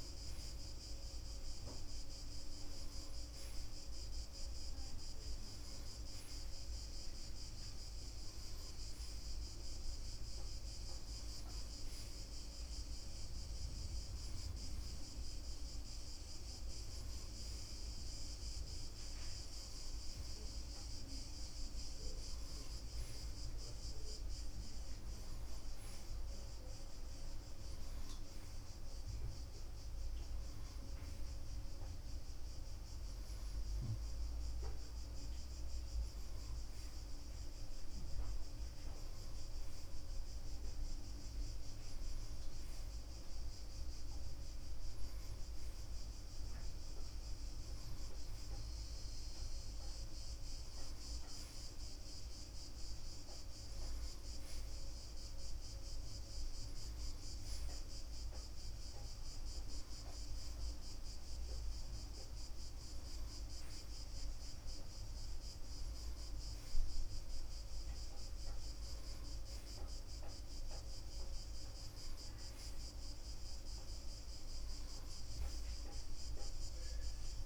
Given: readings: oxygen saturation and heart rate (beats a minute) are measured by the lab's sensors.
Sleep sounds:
breathing in sleep, hard to hear, by a room microphone; none
none scored
From the record:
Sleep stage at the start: N1 (lightest sleep); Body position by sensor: on the front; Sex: male

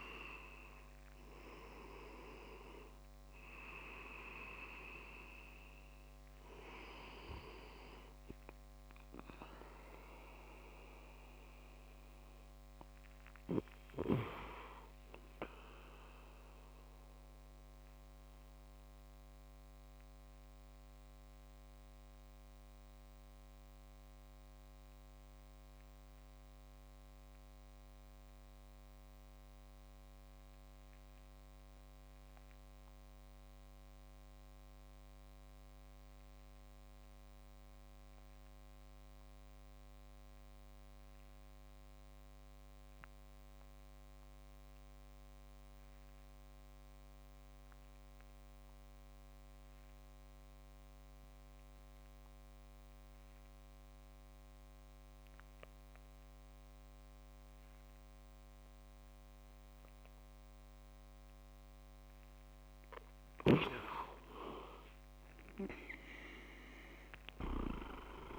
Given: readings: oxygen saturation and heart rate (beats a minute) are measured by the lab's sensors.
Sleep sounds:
breathing in sleep by a microphone on the trachea; 1
0.00-4.50 s: oxygen desaturation (device-marked, oxygen 91% lowest, heart rate 56 extreme)
15.50-26.50 s: oxygen desaturation (device-marked, oxygen 97% before, 91% lowest, heart rate 68 before, 51 extreme)
18.00-62.50 s: obstructive apnea (oxygen 97% before, 91% lowest, heart rate 68 before, 51 extreme, up 24 after)
63.00-67.50 s: snoring (device-marked)
64.50-68.39 s: arousal
67.00-68.39 s: leg movement (device-marked)
From the record:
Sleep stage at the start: REM sleep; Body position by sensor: on the back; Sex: male

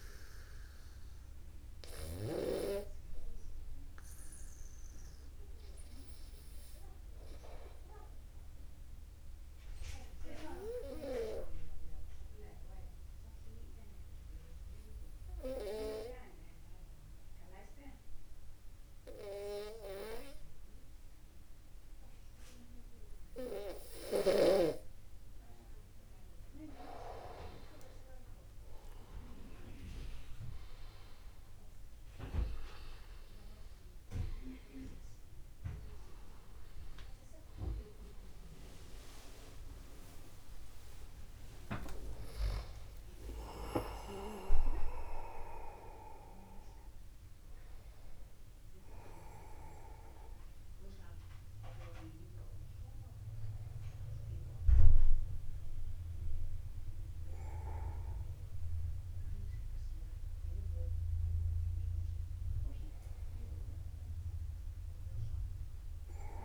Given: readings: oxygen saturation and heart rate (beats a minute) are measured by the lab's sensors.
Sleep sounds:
breathing in sleep by a room microphone; 1
2.00-25.50 s: obstructive apnea (oxygen 97% before, 93% lowest, heart rate 50 before, 50 extreme, up 0 after)
27.00-30.00 s: arousal
43.50-45.50 s: long interval between heartbeats (device-marked, heart rate 52 before, 88 extreme)
52.00-54.00 s: long interval between heartbeats (device-marked, heart rate 64 before, 68 extreme)
59.00-63.50 s: arousal
From the record:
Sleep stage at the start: N2 (light sleep); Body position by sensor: upright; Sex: male

